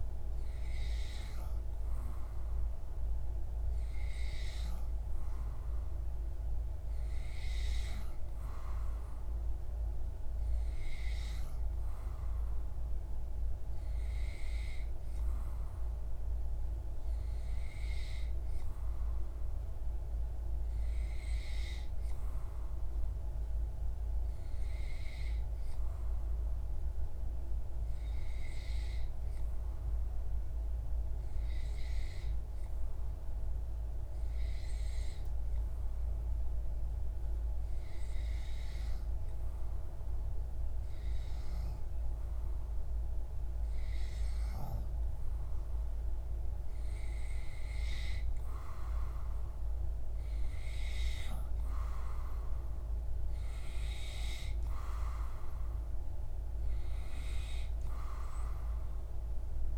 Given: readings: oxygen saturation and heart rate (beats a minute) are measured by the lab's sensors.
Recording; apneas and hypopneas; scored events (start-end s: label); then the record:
breathing in sleep by a room microphone; none
54.00-58.50 s: arousal
From the record:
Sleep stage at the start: N2 (light sleep); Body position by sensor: on the back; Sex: male